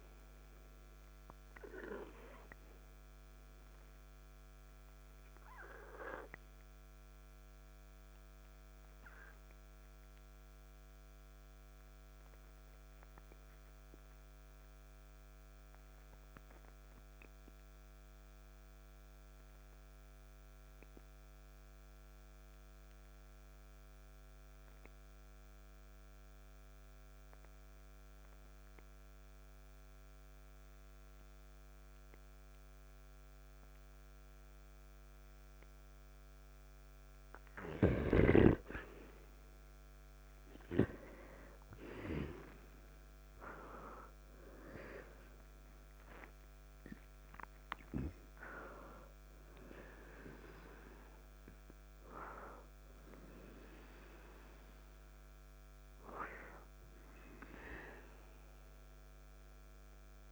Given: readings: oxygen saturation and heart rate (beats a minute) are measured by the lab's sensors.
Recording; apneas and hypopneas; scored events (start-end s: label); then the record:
breathing in sleep by a microphone on the trachea; 1
0.00-3.00 s: oxygen desaturation (device-marked, oxygen 93% lowest, heart rate 50 extreme)
1.00-36.00 s: obstructive apnea (oxygen 98% before, 90% lowest, heart rate 53 before, 48 extreme, up 4 after)
11.00-27.00 s: oxygen desaturation (device-marked, oxygen 96% before, 90% lowest, heart rate 56 before, 48 extreme)
42.00-47.50 s: arousal
From the record:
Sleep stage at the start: N2 (light sleep); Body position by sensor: on the back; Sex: male